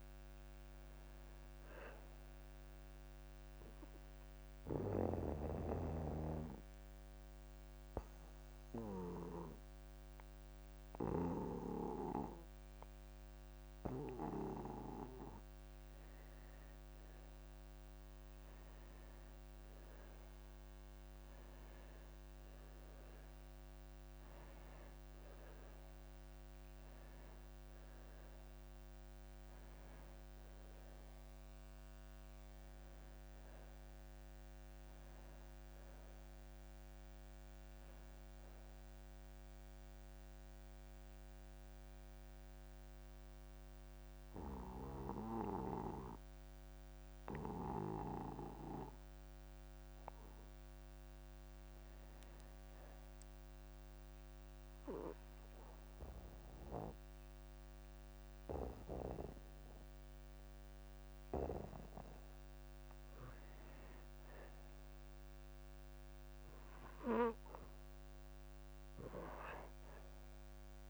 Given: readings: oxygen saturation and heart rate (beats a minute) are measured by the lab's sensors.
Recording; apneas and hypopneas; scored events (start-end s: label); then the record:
breathing in sleep by a microphone on the trachea; 2
0.00-20.50 s: oxygen desaturation (device-marked, oxygen 88% lowest)
4.00-15.50 s: obstructive apnea (oxygen 98% before, 88% lowest)
9.00-11.00 s: long interval between heartbeats (device-marked)
21.00-25.00 s: arousal
34.50-43.50 s: oxygen desaturation (device-marked, oxygen 95% before, 91% lowest)
41.50-61.50 s: obstructive apnea (oxygen 96% before, 87% lowest)
42.00-44.00 s: long interval between heartbeats (device-marked)
45.00-47.00 s: long interval between heartbeats (device-marked)
61.50-70.90 s: oxygen desaturation (device-marked, oxygen 97% before, 89% lowest)
65.00-68.50 s: arousal
From the record:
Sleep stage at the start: N2 (light sleep); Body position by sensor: on the back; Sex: male